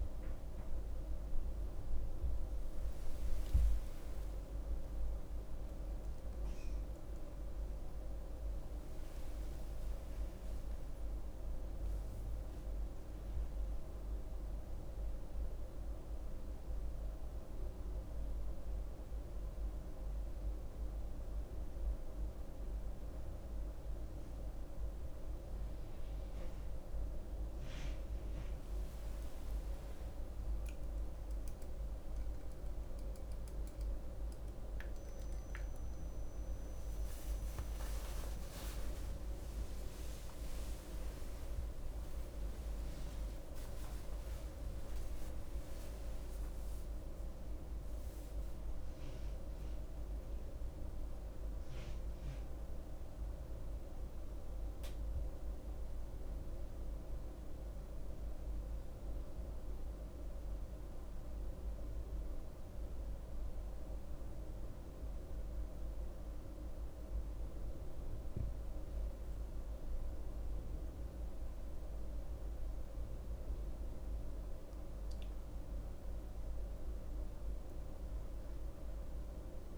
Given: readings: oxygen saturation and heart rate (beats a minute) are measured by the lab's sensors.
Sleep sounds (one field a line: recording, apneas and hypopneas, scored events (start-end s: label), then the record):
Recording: a person awake in a sleep study, hard to hear, by a room microphone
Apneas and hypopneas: none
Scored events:
0.00-1.00 s: oxygen desaturation (device-marked, oxygen 94% lowest, heart rate 70 extreme)
From the record:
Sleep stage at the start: awake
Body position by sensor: on the right side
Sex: female